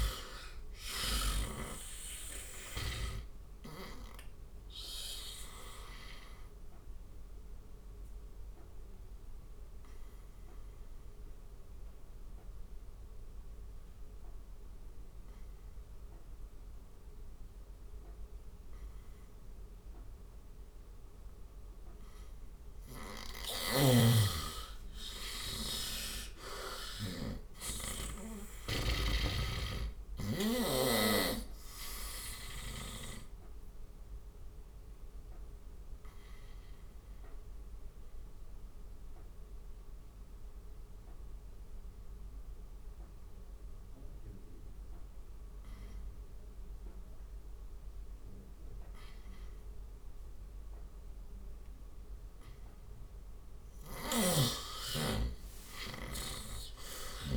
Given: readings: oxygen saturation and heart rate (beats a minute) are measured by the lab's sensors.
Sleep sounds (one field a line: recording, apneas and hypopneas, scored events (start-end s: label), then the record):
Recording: breathing in sleep by a room microphone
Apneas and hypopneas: 2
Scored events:
0.00-1.00 s: snoring (device-marked)
0.00-2.50 s: oxygen desaturation (device-marked, oxygen 89% lowest, heart rate 69 extreme)
4.50-21.50 s: obstructive apnea (oxygen 96% before, 88% lowest, heart rate 73 before, 69 extreme, up 11 after)
14.50-28.50 s: oxygen desaturation (device-marked, oxygen 96% before, 89% lowest, heart rate 75 before, 70 extreme)
23.00-27.50 s: snoring (device-marked)
24.50-28.50 s: arousal
32.00-53.00 s: obstructive apnea (oxygen 96% before, 87% lowest, heart rate 73 before, 70 extreme, up 10 after)
42.50-56.50 s: oxygen desaturation (device-marked, oxygen 95% before, 88% lowest, heart rate 75 before, 71 extreme)
53.50-57.00 s: snoring (device-marked)
55.00-57.37 s: arousal
From the record:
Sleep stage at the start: N2 (light sleep)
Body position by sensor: on the right side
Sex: male